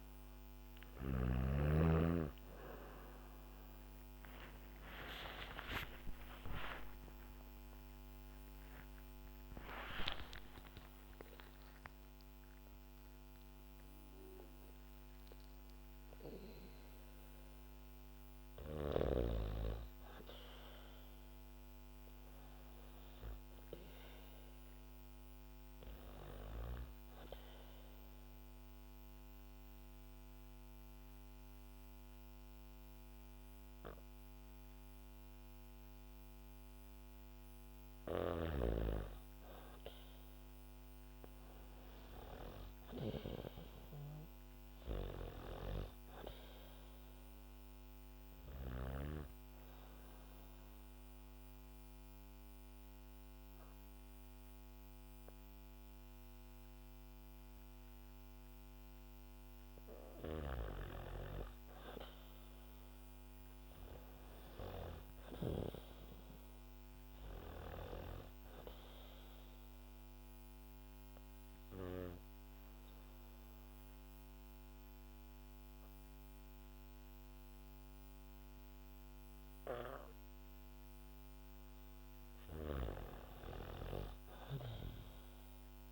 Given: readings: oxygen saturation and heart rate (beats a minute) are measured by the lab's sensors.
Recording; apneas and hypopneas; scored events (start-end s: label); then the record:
breathing in sleep by a microphone on the trachea; 3
0.00-1.00 s: snoring (device-marked)
4.50-9.00 s: arousal
5.50-85.92 s: new sleep stage, N2 (light sleep)
28.00-38.00 s: obstructive apnea (oxygen 96% before, 92% lowest, heart rate 104 before, 62 extreme, up 9 after)
40.50-45.00 s: arousal
49.00-59.50 s: obstructive apnea (oxygen 96% before, 92% lowest, heart rate 66 before, 64 extreme, up 5 after)
63.50-67.00 s: arousal
66.50-78.50 s: oxygen desaturation (device-marked, oxygen 97% before, 92% lowest, heart rate 68 before, 65 extreme)
70.00-81.50 s: mixed apnea (oxygen 97% before, 92% lowest, heart rate 67 before, 64 extreme, up 3 after)
From the record:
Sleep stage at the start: N3 (deep sleep); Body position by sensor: on the back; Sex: female